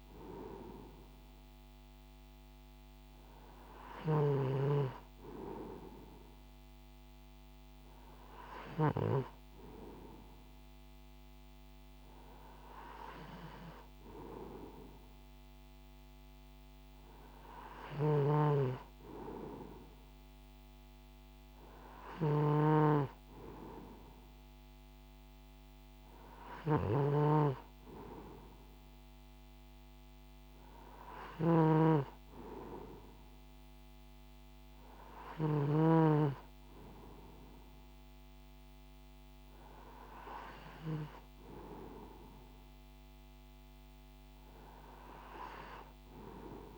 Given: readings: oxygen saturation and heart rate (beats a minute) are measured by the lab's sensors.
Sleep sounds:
breathing in sleep by a microphone on the trachea; none
3.50-9.00 s: snoring (device-marked)
26.50-35.50 s: snoring (device-marked)
From the record:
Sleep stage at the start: N2 (light sleep); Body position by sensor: on the right side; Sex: male

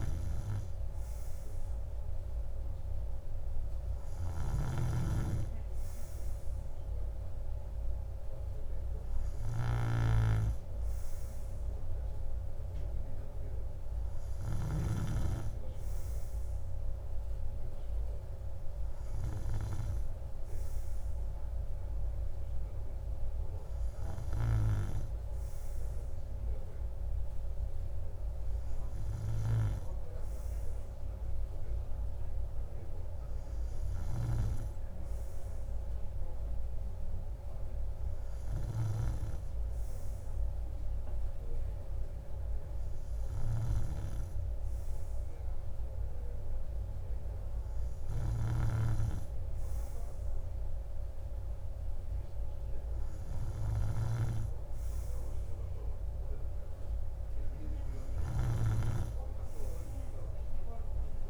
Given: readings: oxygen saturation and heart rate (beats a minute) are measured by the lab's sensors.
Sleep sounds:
breathing in sleep by a room microphone; none
none scored
From the record:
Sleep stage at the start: N2 (light sleep); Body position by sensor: on the right side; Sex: male

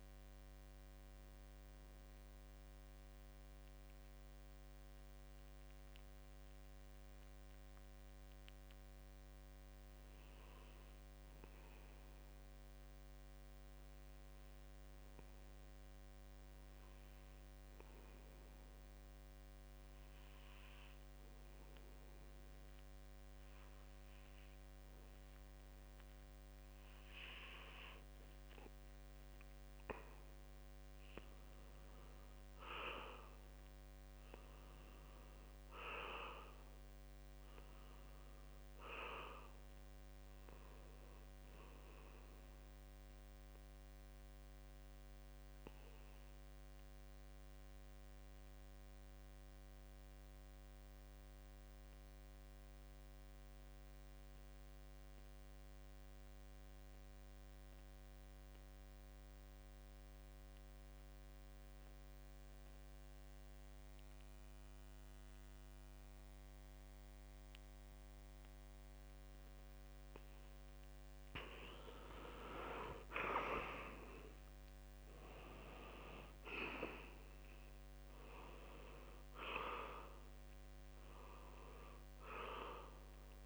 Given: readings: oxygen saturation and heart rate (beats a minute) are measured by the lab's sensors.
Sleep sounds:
breathing in sleep by a microphone on the trachea; 1
14.50-16.50 s: bradycardia (device-marked, heart rate 75 before, 61 extreme)
16.50-83.46 s: new sleep stage, N2 (light sleep)
17.50-53.50 s: oxygen desaturation (device-marked, oxygen 95% before, 87% lowest, heart rate 64 before, 68 extreme)
22.50-24.50 s: long interval between heartbeats (device-marked, heart rate 65 before, 105 extreme)
44.50-70.00 s: obstructive apnea (oxygen 95% before, 80% lowest, heart rate 78 before, 64 extreme, up 9 after)
62.50-83.46 s: oxygen desaturation (device-marked, oxygen 94% before, 80% lowest, heart rate 70 before, 64 extreme)
68.00-70.00 s: long interval between heartbeats (device-marked, heart rate 70 before, 69 extreme)
73.50-77.00 s: arousal
From the record:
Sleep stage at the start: N1 (lightest sleep); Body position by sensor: on the back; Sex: male

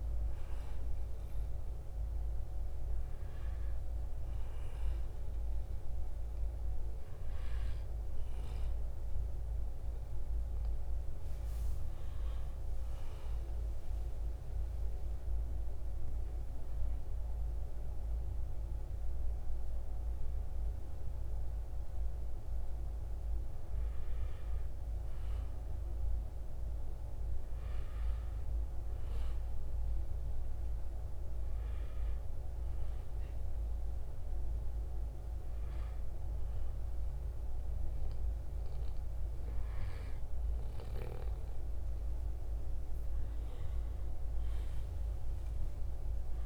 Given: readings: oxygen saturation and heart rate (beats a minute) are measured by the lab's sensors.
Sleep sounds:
a person partly awake in a sleep study, hard to hear, by a room microphone; none
22.50-46.46 s: new sleep stage, N1 (lightest sleep)
From the record:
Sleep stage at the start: awake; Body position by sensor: on the right side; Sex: male

